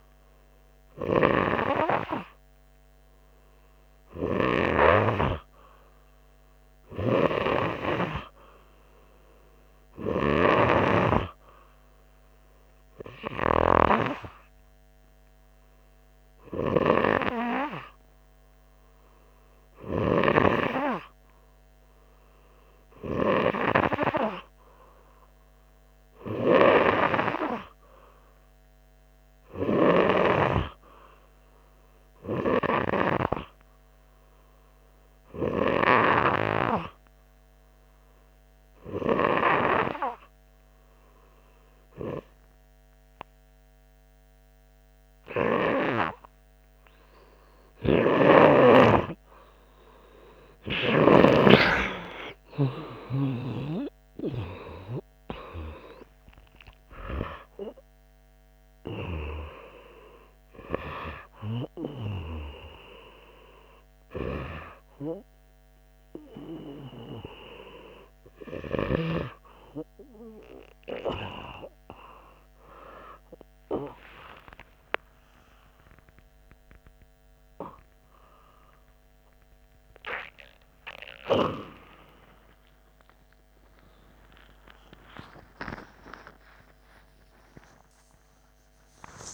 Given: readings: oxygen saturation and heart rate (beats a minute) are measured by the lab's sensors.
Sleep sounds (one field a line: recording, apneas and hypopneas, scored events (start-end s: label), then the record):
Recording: a person partly awake in a sleep study, by a microphone on the trachea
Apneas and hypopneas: 1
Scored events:
26.00-30.00 s: arousal
37.50-50.00 s: hypopnea (oxygen 96% before, 92% lowest, heart rate 94 before, 92 extreme, up 5 after)
55.50-89.34 s: new sleep stage, awake
From the record:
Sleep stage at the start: N2 (light sleep)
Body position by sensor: on the front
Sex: male